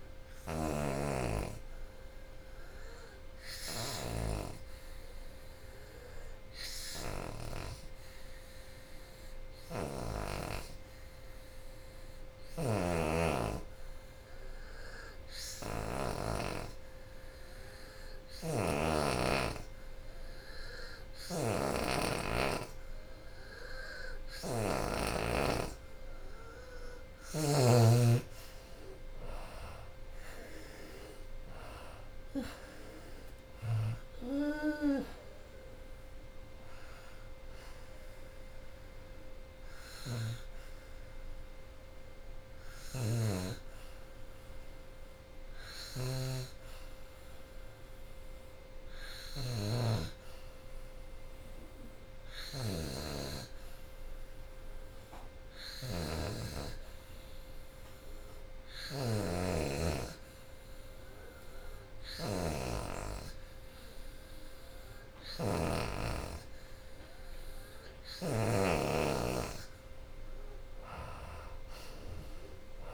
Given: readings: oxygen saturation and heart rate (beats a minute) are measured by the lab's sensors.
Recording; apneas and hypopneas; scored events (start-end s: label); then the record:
breathing in sleep by a room microphone; 2
0.00-2.50 s: oxygen desaturation (device-marked, oxygen 87% lowest, heart rate 69 extreme)
1.00-26.00 s: obstructive apnea (oxygen 93% before, 82% lowest, heart rate 82 before, 72 extreme, up 26 after)
10.50-17.50 s: oxygen desaturation (device-marked, oxygen 90% before, 84% lowest, heart rate 79 before, 72 extreme)
19.50-46.50 s: oxygen desaturation (device-marked, oxygen 88% before, 82% lowest, heart rate 75 before, 77 extreme)
25.50-40.50 s: drop in pulse transit time (device-marked, heart rate 77 before, 77 extreme)
28.00-31.00 s: arousal
53.50-68.00 s: hypopnea (oxygen 94% before, 85% lowest, heart rate 89 before, 71 extreme, up 11 after)
63.50-72.94 s: oxygen desaturation (device-marked, oxygen 93% before, 85% lowest, heart rate 84 before, 71 extreme)
71.00-72.94 s: arousal
From the record:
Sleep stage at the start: N2 (light sleep); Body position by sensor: on the back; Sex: female